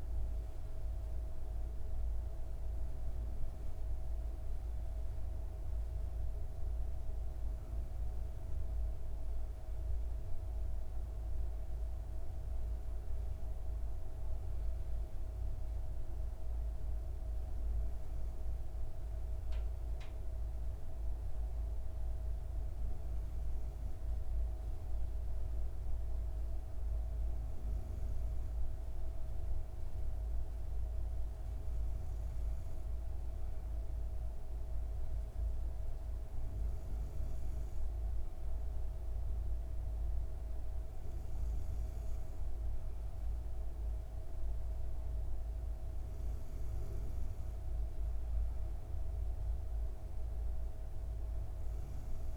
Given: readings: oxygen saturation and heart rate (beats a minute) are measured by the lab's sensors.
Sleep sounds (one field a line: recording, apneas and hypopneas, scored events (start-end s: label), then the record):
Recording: breathing in sleep, hard to hear, by a room microphone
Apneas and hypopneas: none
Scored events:
none scored
From the record:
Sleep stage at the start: N2 (light sleep)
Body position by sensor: on the back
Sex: female